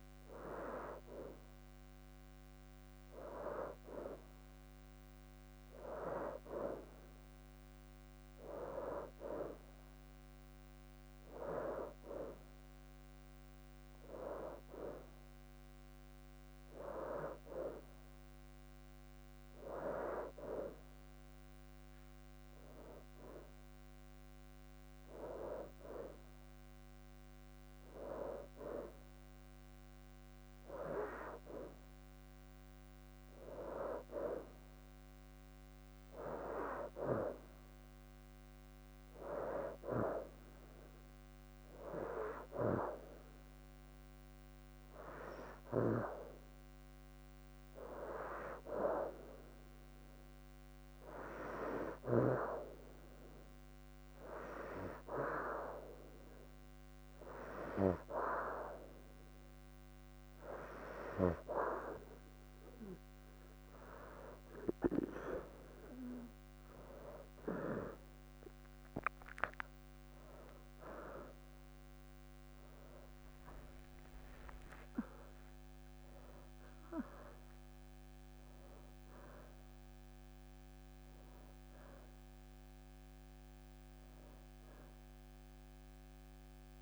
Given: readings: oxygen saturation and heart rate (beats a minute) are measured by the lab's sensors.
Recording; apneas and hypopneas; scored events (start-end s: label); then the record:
breathing in sleep by a microphone on the trachea; none
8.50-13.50 s: leg movement (device-marked)
61.00-86.82 s: oxygen desaturation (device-marked, oxygen 88% before, 84% lowest, heart rate 78 before, 57 extreme)
70.00-75.00 s: arousal
73.00-76.50 s: leg movement (device-marked)
From the record:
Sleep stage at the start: N2 (light sleep); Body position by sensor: on the right side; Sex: female